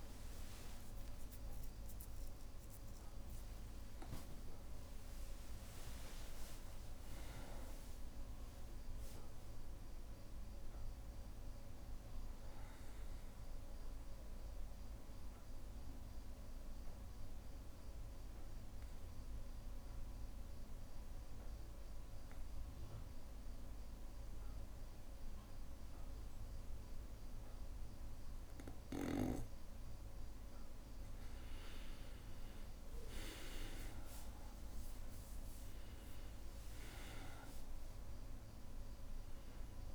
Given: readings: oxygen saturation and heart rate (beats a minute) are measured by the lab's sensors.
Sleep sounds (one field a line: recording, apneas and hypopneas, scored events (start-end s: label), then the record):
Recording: breathing in sleep by a room microphone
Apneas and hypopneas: 1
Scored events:
0.00-15.50 s: oxygen desaturation (device-marked, oxygen 94% lowest, heart rate 61 extreme)
0.50-2.50 s: long interval between heartbeats (device-marked, heart rate 66 before, 72 extreme)
7.50-11.50 s: arousal
13.50-30.50 s: obstructive apnea (oxygen 98% before, 92% lowest, heart rate 70 before, 61 extreme, up 3 after)
32.50-37.50 s: arousal
34.50-39.95 s: oxygen desaturation (device-marked, oxygen 99% before, 93% lowest, heart rate 62 before, 61 extreme)
From the record:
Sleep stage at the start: N2 (light sleep)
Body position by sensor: on the back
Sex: male